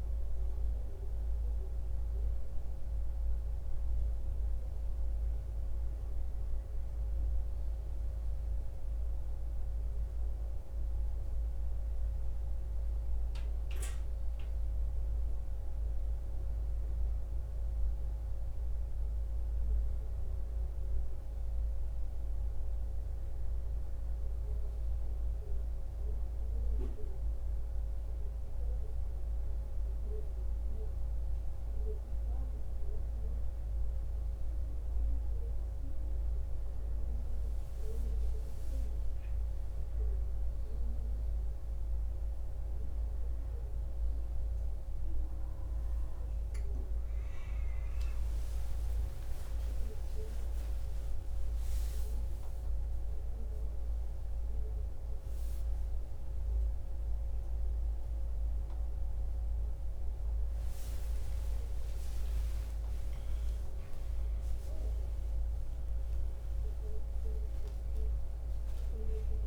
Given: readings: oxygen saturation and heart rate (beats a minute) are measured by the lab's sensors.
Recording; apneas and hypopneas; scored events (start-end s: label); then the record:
a person partly awake in a sleep study, hard to hear, by a room microphone; none
40.00-69.47 s: new sleep stage, awake
From the record:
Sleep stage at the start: N1 (lightest sleep); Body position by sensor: on the back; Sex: male